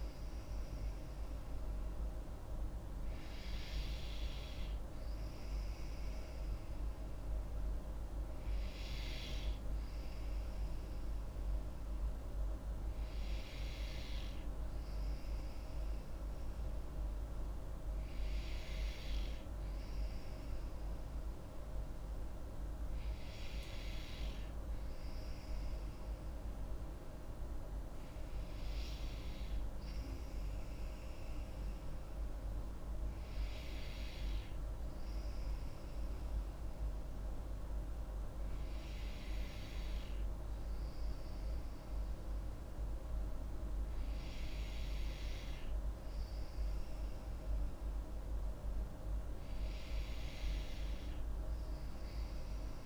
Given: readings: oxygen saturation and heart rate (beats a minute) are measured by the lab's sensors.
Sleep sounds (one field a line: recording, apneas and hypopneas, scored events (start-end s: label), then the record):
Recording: breathing in sleep, hard to hear, by a room microphone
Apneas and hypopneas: none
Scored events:
none scored
From the record:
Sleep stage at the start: N3 (deep sleep)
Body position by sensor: on the back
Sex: female